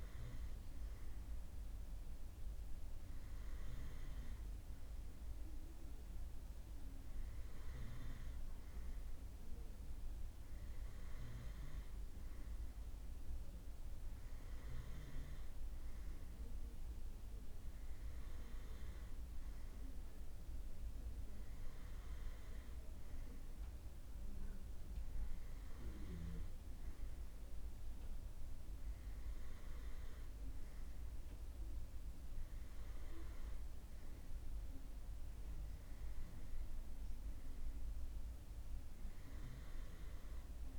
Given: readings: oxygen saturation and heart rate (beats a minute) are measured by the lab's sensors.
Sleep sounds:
breathing in sleep, hard to hear, by a room microphone; none
none scored
From the record:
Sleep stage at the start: N2 (light sleep); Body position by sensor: on the right side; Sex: male

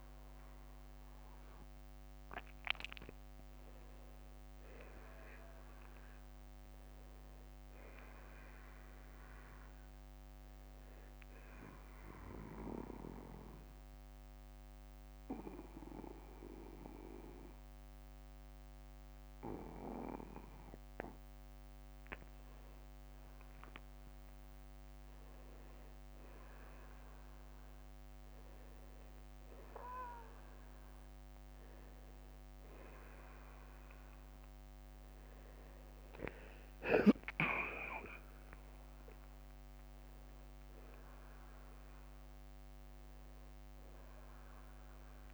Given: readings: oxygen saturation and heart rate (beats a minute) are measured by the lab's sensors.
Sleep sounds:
breathing in sleep by a microphone on the trachea; 1
11.00-21.00 s: obstructive apnea (oxygen 95% before, 92% lowest, heart rate 61 before, 45 extreme, up 5 after)
36.50-41.50 s: arousal
43.50-45.33 s: oxygen desaturation (device-marked, oxygen 96% before, 92% lowest, heart rate 57 before, 49 extreme)
From the record:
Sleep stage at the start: N2 (light sleep); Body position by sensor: on the back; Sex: male

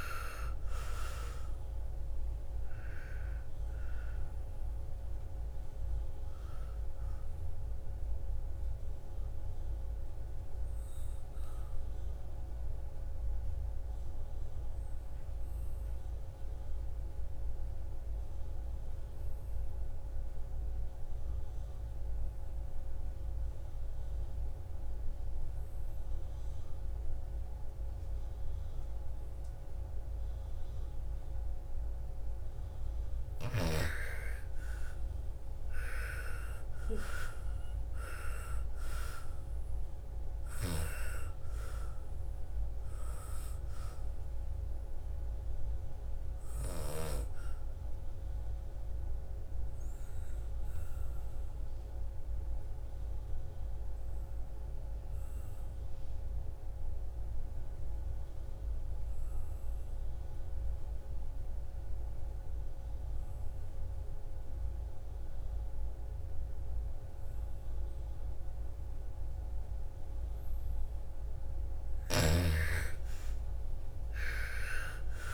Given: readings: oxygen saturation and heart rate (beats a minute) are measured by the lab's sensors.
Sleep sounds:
breathing in sleep by a room microphone; 2
0.00-19.50 s: oxygen desaturation (device-marked, oxygen 78% lowest, heart rate 56 extreme)
7.50-31.50 s: obstructive apnea (oxygen 99% before, 78% lowest, heart rate 65 before, 56 extreme, up 9 after)
27.50-54.50 s: oxygen desaturation (device-marked, oxygen 100% before, 83% lowest, heart rate 60 before, 55 extreme)
34.50-38.50 s: arousal
46.00-71.00 s: obstructive apnea (oxygen 100% before, 82% lowest, heart rate 62 before, 55 extreme, up 14 after)
71.50-75.33 s: oxygen desaturation (device-marked, oxygen 98% before, 82% lowest, heart rate 57 before, 56 extreme)
72.50-75.33 s: arousal
From the record:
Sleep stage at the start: N2 (light sleep); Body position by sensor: on the back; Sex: female

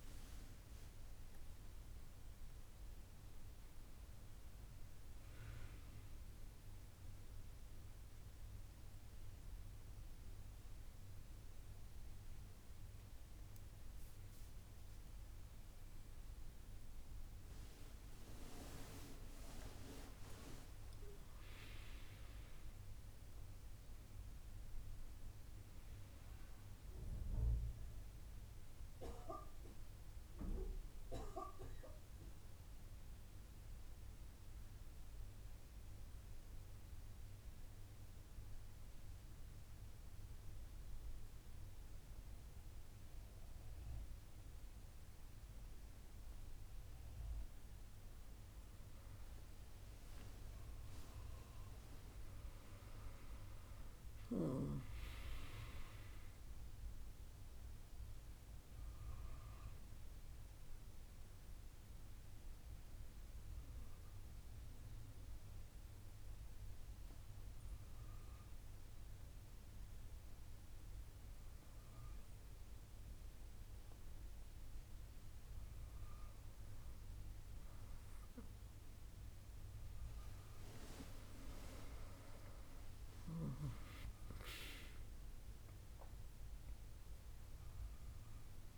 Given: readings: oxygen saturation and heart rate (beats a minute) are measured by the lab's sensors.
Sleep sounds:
breathing in sleep by a room microphone; 3
7.00-19.00 s: mixed apnea (oxygen 100% before, 94% lowest, heart rate 78 before, 69 extreme, up 9 after)
21.00-24.50 s: arousal
26.50-47.50 s: mixed apnea (oxygen 100% before, 94% lowest, heart rate 74 before, 69 extreme, up 7 after)
49.50-53.00 s: arousal
53.00-76.00 s: oxygen desaturation (device-marked, oxygen 98% before, 94% lowest, heart rate 71 before, 68 extreme)
62.50-75.50 s: obstructive apnea (oxygen 98% before, 91% lowest, heart rate 73 before, 68 extreme, up 2 after)
78.00-82.00 s: arousal
From the record:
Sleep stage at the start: N2 (light sleep); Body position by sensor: on the back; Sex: female

